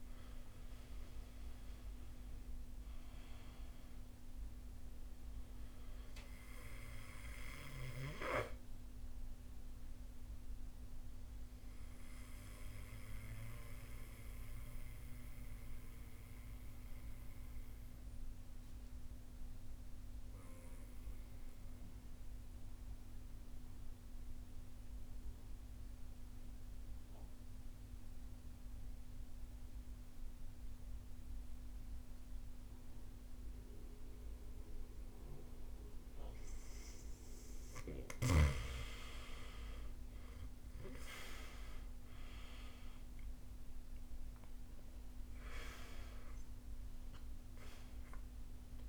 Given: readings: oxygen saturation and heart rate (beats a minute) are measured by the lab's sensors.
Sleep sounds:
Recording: breathing in sleep by a room microphone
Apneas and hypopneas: 1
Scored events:
0.00-27.00 s: oxygen desaturation (device-marked, oxygen 83% lowest, heart rate 48 extreme)
11.00-36.50 s: mixed apnea (oxygen 98% before, 83% lowest, heart rate 60 before, 48 extreme, up 13 after)
37.00-48.89 s: oxygen desaturation (device-marked, oxygen 100% before, 87% lowest, heart rate 53 before, 50 extreme)
39.00-44.00 s: arousal
From the record:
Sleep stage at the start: N2 (light sleep)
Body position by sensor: on the right side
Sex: male

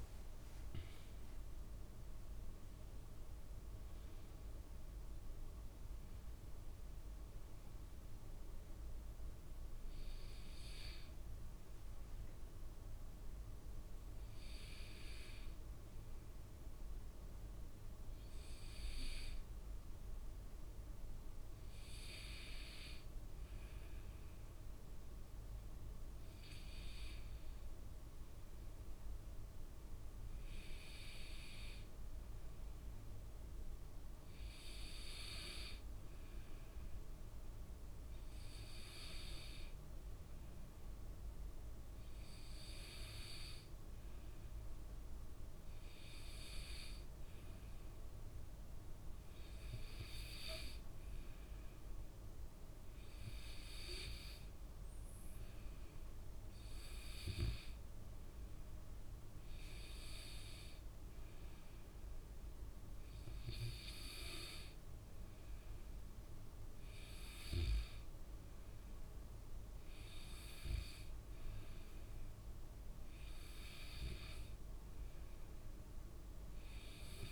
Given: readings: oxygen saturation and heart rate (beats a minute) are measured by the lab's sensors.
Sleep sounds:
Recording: breathing in sleep by a room microphone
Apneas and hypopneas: 1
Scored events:
45.50-56.50 s: hypopnea (oxygen 93% before, 91% lowest, heart rate 66 before, 69 extreme, up 1 after)
From the record:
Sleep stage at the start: N2 (light sleep)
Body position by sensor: on the back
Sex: male

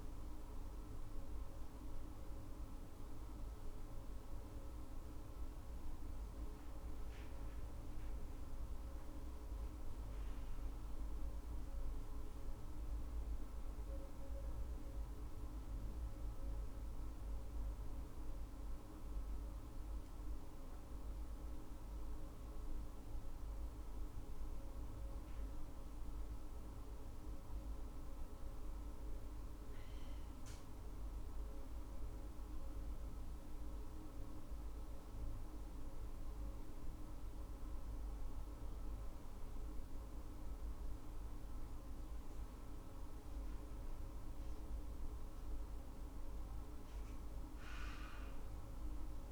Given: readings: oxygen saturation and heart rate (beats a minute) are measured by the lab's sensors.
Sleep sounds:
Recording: breathing in sleep, hard to hear, by a room microphone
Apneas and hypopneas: none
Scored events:
none scored
From the record:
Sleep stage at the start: N1 (lightest sleep)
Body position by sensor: on the back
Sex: female

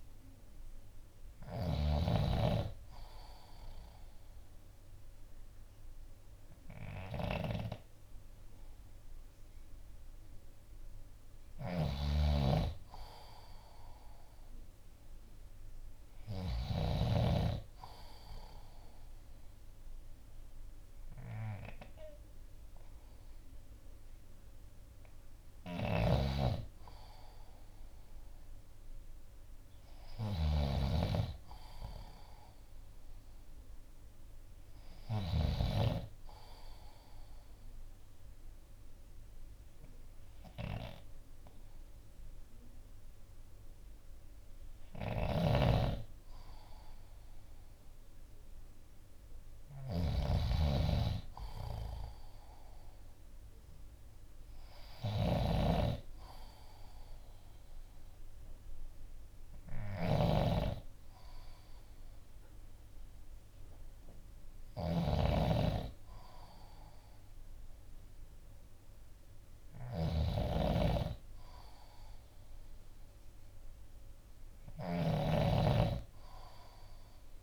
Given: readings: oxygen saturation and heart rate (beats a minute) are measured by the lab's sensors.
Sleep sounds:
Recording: breathing in sleep by a room microphone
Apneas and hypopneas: 1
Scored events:
0.00-16.50 s: snoring (device-marked)
25.50-35.50 s: snoring (device-marked)
29.00-37.00 s: oxygen desaturation (device-marked, oxygen 94% before, 91% lowest, heart rate 59 before, 58 extreme)
38.00-49.50 s: obstructive apnea (oxygen 94% before, 91% lowest, heart rate 60 before, 58 extreme, up 2 after)
45.00-77.43 s: snoring (device-marked)
51.50-54.50 s: arousal
62.00-74.00 s: oxygen desaturation (device-marked, oxygen 94% before, 91% lowest, heart rate 59 before, 58 extreme)
From the record:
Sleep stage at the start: N2 (light sleep)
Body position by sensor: on the left side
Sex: male

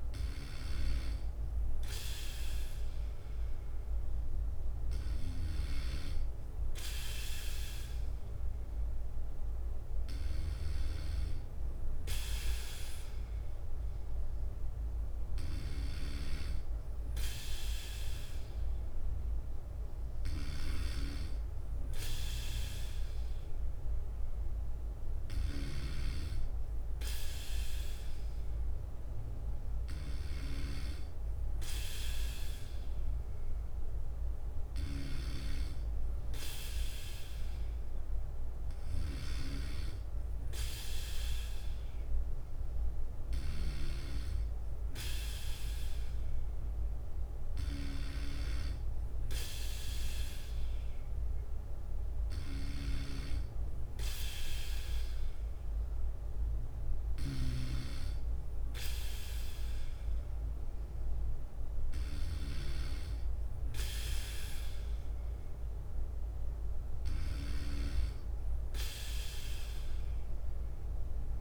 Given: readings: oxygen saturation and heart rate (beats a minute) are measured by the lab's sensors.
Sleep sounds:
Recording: breathing in sleep by a room microphone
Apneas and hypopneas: none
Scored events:
0.00-27.50 s: bradycardia (device-marked, heart rate 53 extreme)
28.50-36.50 s: bradycardia (device-marked, heart rate 59 before, 59 extreme)
38.50-71.41 s: bradycardia (device-marked, heart rate 59 before, 57 extreme)
From the record:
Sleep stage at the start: N3 (deep sleep)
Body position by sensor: on the back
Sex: male

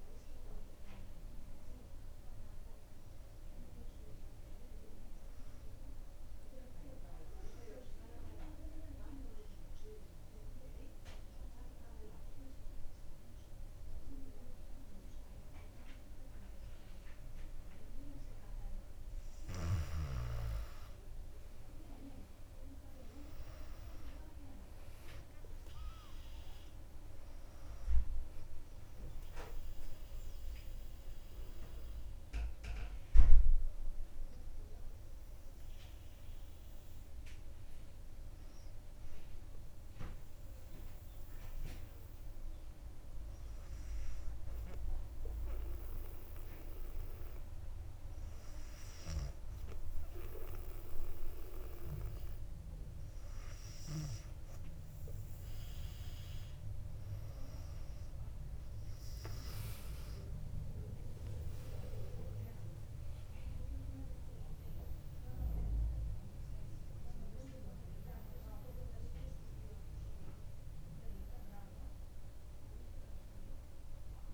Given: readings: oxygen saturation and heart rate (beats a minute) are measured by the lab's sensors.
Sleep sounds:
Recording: breathing in sleep by a room microphone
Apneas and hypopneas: 2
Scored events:
7.00-19.50 s: obstructive apnea (oxygen 97% before, 95% lowest, heart rate 64 before, 59 extreme, up 5 after)
22.00-26.00 s: arousal
34.50-52.50 s: hypopnea (oxygen 98% before, 95% lowest, heart rate 62 before, 59 extreme, up 5 after)
59.00-63.00 s: arousal
From the record:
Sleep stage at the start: N2 (light sleep)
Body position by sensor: on the back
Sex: female

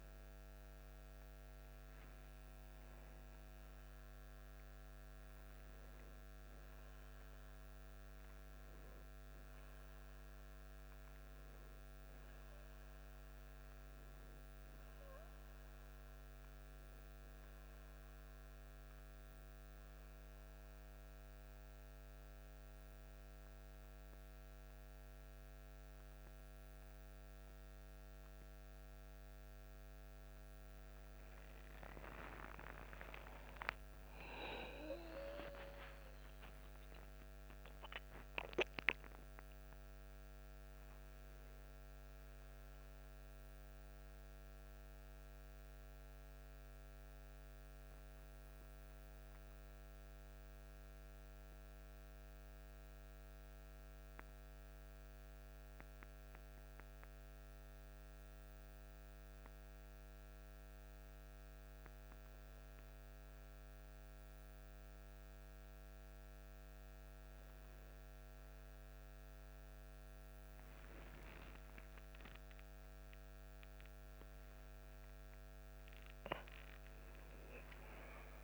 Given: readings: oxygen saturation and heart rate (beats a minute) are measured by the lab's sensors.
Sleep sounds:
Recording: breathing in sleep by a microphone on the trachea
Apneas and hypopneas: 1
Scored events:
10.00-31.00 s: oxygen desaturation (device-marked, oxygen 97% before, 92% lowest, heart rate 47 before, 43 extreme)
32.50-37.50 s: arousal
51.00-63.00 s: mixed apnea (oxygen 95% before, 92% lowest, heart rate 50 before, 46 extreme, up 7 after)
66.50-72.00 s: arousal
73.00-78.44 s: oxygen desaturation (device-marked, oxygen 97% before, 92% lowest, heart rate 48 before, 50 extreme)
From the record:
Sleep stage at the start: N2 (light sleep)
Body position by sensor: on the back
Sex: male

